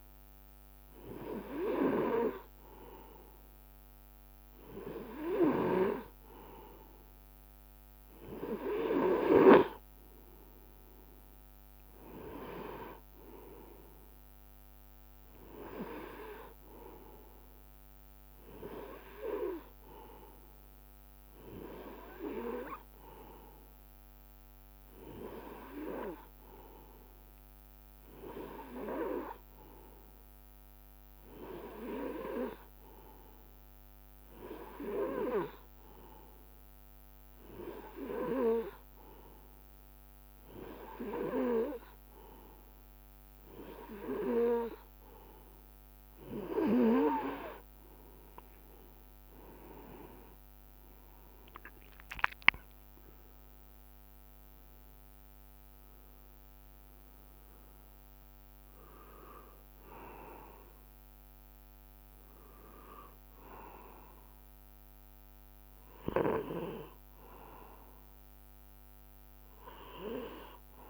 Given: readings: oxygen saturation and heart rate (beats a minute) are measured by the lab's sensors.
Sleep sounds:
breathing in sleep by a microphone on the trachea; none
52.50-56.00 s: arousal
From the record:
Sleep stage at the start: N2 (light sleep); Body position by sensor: on the right side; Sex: male

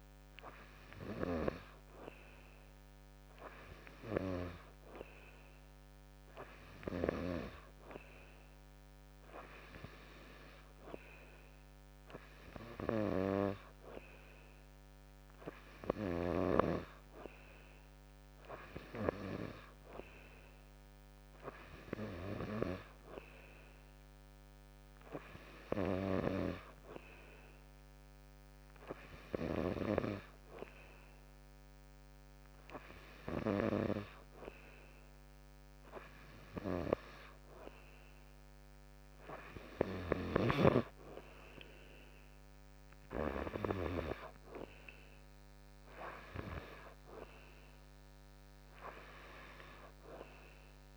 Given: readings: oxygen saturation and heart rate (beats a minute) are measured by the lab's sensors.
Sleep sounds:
breathing in sleep by a microphone on the trachea; none
47.50-50.97 s: arousal
From the record:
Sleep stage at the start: N2 (light sleep); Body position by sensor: on the back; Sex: male

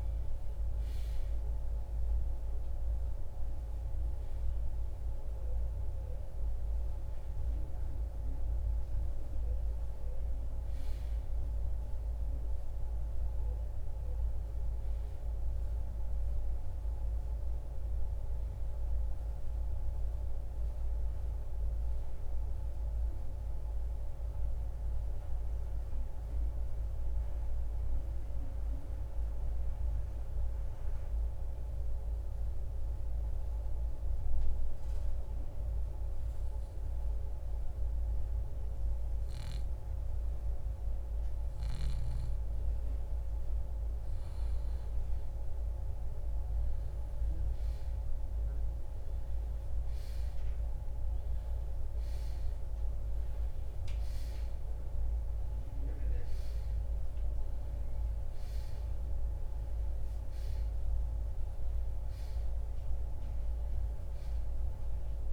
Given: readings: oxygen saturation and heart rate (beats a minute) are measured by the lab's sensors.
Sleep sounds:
breathing in sleep, hard to hear, by a room microphone; 1
1.50-4.50 s: oxygen desaturation (device-marked, oxygen 94% before, 91% lowest, heart rate 106 before, 64 extreme)
6.50-20.50 s: oxygen desaturation (device-marked, oxygen 94% before, 84% lowest, heart rate 91 before, 57 extreme)
30.00-42.50 s: obstructive apnea (oxygen 98% before, 86% lowest, heart rate 74 before, 57 extreme, up 10 after)
38.50-65.33 s: oxygen desaturation (device-marked, oxygen 98% before, 86% lowest, heart rate 71 before, 48 extreme)
45.50-50.00 s: arousal
57.50-65.33 s: new sleep stage, N2 (light sleep)
From the record:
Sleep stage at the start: N1 (lightest sleep); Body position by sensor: on the right side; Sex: male

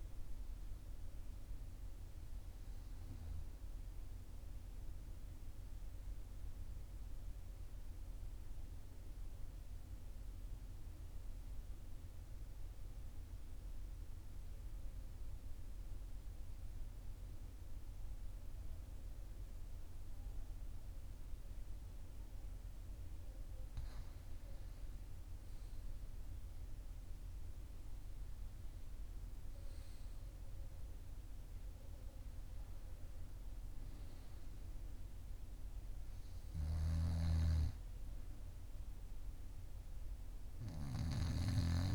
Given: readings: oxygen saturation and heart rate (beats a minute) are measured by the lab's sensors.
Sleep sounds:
breathing in sleep by a room microphone; 1
6.00-23.00 s: obstructive apnea (oxygen 97% before, 95% lowest, heart rate 46 before, 42 extreme, up 2 after)
25.50-30.00 s: arousal
From the record:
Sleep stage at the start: N2 (light sleep); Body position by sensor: on the right side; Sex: male

